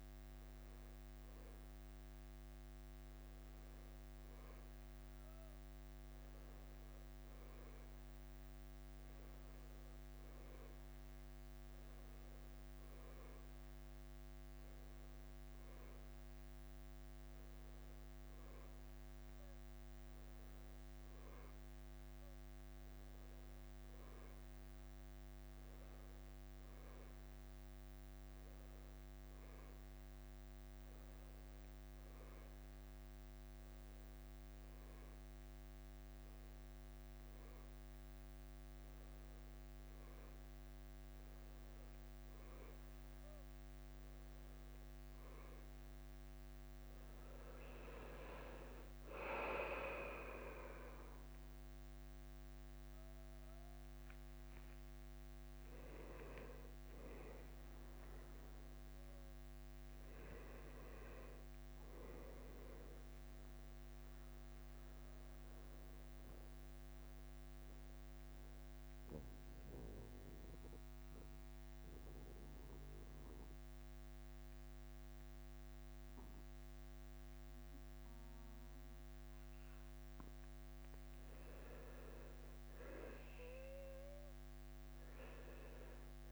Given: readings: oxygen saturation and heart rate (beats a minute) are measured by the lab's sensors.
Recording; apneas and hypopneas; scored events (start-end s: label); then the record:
breathing in sleep by a microphone on the trachea; 1
55.50-60.00 s: arousal
64.50-80.50 s: central apnea (oxygen 95% before, 91% lowest, heart rate 86 before, 82 extreme, up 1 after)
71.00-86.32 s: new sleep stage, N2 (light sleep)
83.00-86.32 s: drop in pulse transit time (device-marked, heart rate 85 before, 82 extreme)
83.50-86.32 s: arousal
85.00-86.32 s: oxygen desaturation (device-marked, oxygen 98% before, 94% lowest, heart rate 85 before, 81 extreme)
From the record:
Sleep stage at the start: N1 (lightest sleep); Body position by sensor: on the back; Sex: male